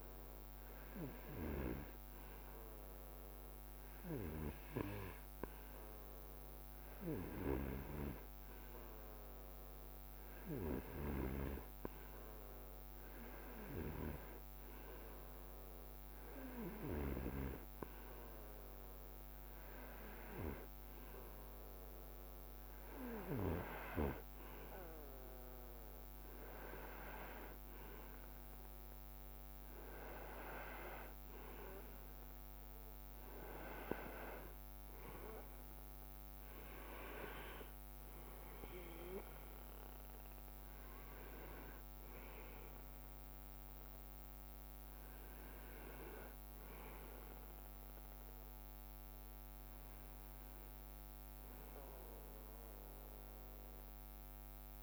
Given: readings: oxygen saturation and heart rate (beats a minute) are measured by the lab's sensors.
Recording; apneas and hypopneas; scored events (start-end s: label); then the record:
breathing in sleep by a microphone on the trachea; none
32.50-54.83 s: new sleep stage, N1 (lightest sleep)
34.50-42.00 s: leg movement (device-marked)
37.50-42.50 s: arousal
From the record:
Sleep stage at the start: REM sleep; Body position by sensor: on the right side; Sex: male